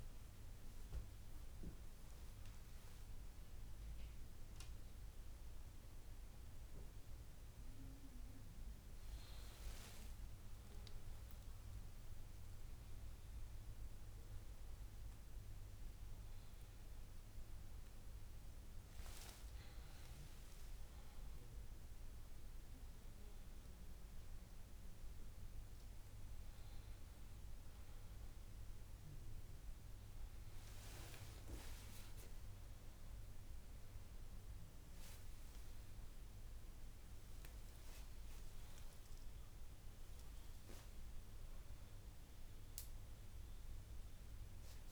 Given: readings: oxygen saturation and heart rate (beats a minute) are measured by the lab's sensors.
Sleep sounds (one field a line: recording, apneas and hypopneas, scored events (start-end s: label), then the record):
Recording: breathing in sleep, hard to hear, by a room microphone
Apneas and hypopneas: none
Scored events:
32.50-36.50 s: arousal
From the record:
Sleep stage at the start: N2 (light sleep)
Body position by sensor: on the back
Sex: male